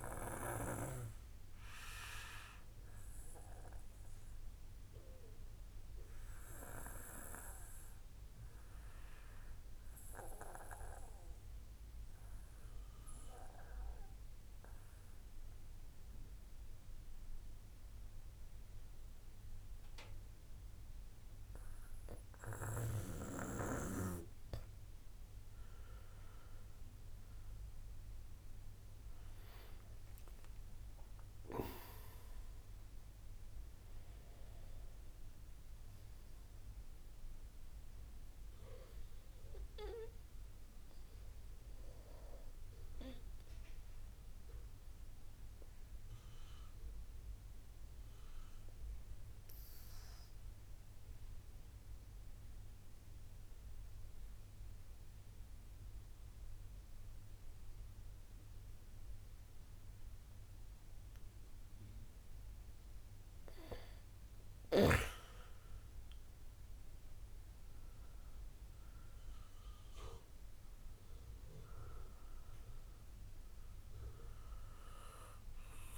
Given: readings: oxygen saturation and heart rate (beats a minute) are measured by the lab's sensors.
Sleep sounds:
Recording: breathing in sleep by a room microphone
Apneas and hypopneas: 2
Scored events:
0.00-14.00 s: oxygen desaturation (device-marked, oxygen 90% lowest, heart rate 59 extreme)
0.50-24.00 s: obstructive apnea (oxygen 96% before, 87% lowest, heart rate 65 before, 59 extreme, up 6 after)
25.00-51.00 s: oxygen desaturation (device-marked, oxygen 95% before, 87% lowest, heart rate 65 before, 35 extreme)
30.50-35.00 s: arousal
43.50-62.50 s: obstructive apnea (oxygen 95% before, 87% lowest, heart rate 67 before, 35 extreme, up 5 after)
62.00-75.98 s: oxygen desaturation (device-marked, oxygen 97% before, 88% lowest, heart rate 64 before, 35 extreme)
66.50-70.00 s: arousal
From the record:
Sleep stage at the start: N2 (light sleep)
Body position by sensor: on the back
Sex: male

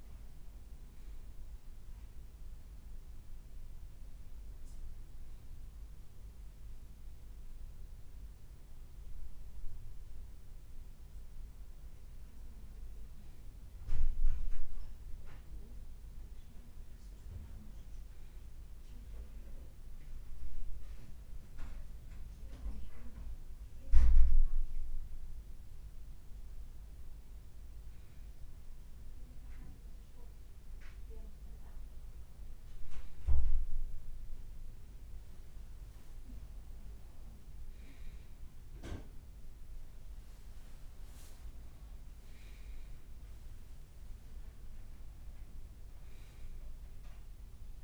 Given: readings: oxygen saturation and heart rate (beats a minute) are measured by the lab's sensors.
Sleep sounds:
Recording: breathing in sleep by a room microphone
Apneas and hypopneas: 1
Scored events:
17.00-30.50 s: hypopnea (oxygen 96% before, 93% lowest, heart rate 58 before, 56 extreme, up 2 after)
26.00-28.00 s: leg movement (device-marked)
28.00-29.00 s: leg movement (device-marked)
33.00-37.00 s: arousal
34.00-37.00 s: leg movement (device-marked)
From the record:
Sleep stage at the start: N2 (light sleep)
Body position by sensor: on the right side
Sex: male

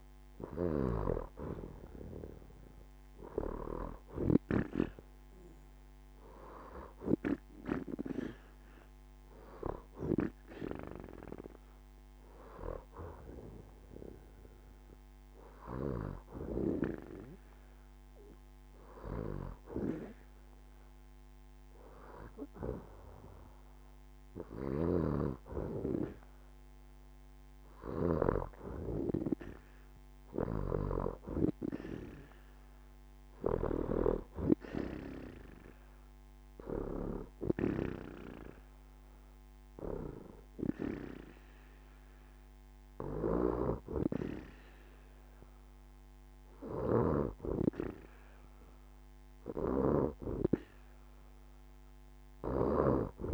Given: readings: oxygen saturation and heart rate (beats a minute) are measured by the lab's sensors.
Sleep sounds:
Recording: breathing in sleep by a microphone on the trachea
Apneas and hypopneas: none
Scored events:
none scored
From the record:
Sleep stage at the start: N2 (light sleep)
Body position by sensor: on the back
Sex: female

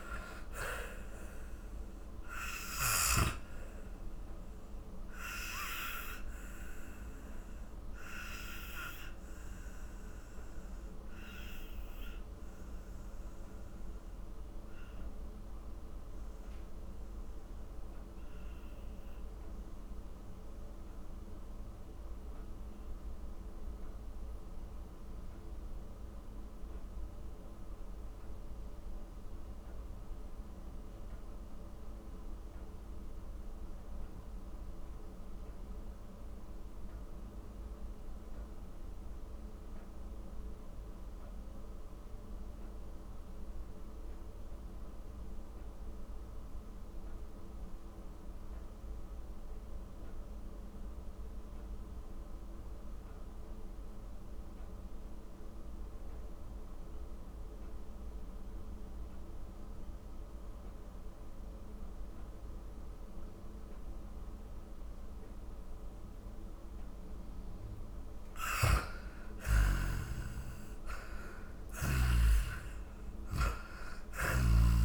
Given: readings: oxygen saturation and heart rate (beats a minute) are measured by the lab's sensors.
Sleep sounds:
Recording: breathing in sleep by a room microphone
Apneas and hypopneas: 1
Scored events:
0.00-3.00 s: snoring (device-marked)
0.00-32.00 s: oxygen desaturation (device-marked, oxygen 82% lowest, heart rate 41 extreme)
3.50-68.50 s: mixed apnea (oxygen 97% before, 79% lowest, heart rate 66 before, 41 extreme, up 13 after)
54.00-74.85 s: oxygen desaturation (device-marked, oxygen 98% before, 83% lowest, heart rate 53 before, 39 extreme)
68.00-72.00 s: snoring (device-marked)
70.00-74.85 s: arousal
From the record:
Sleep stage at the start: N2 (light sleep)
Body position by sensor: on the back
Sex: male

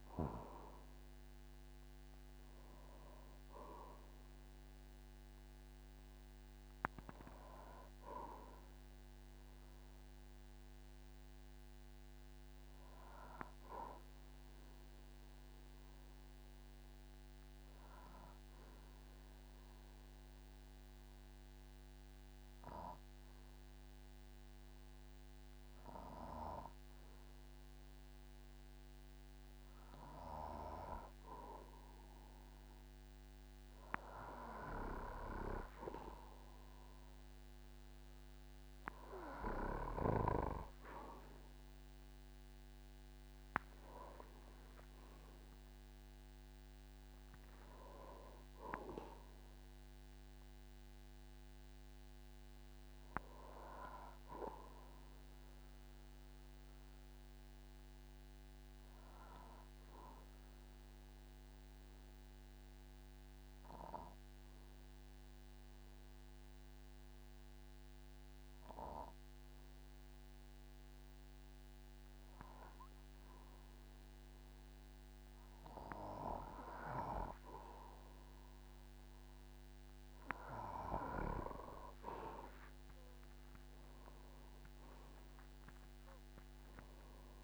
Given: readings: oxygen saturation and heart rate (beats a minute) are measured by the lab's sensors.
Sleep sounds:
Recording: breathing in sleep by a microphone on the trachea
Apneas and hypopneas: 2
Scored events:
0.00-18.50 s: oxygen desaturation (device-marked, oxygen 93% lowest, heart rate 47 extreme)
15.50-32.50 s: obstructive apnea (oxygen 99% before, 92% lowest, heart rate 71 before, 47 extreme, up 4 after)
35.00-39.00 s: arousal
38.50-63.50 s: oxygen desaturation (device-marked, oxygen 99% before, 93% lowest, heart rate 49 before, 47 extreme)
58.00-76.50 s: obstructive apnea (oxygen 99% before, 92% lowest, heart rate 55 before, 47 extreme, up 24 after)
80.50-87.43 s: oxygen desaturation (device-marked, oxygen 98% before, 92% lowest, heart rate 48 before, 47 extreme)
85.50-87.43 s: arousal
From the record:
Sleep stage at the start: N2 (light sleep)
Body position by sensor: on the back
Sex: male

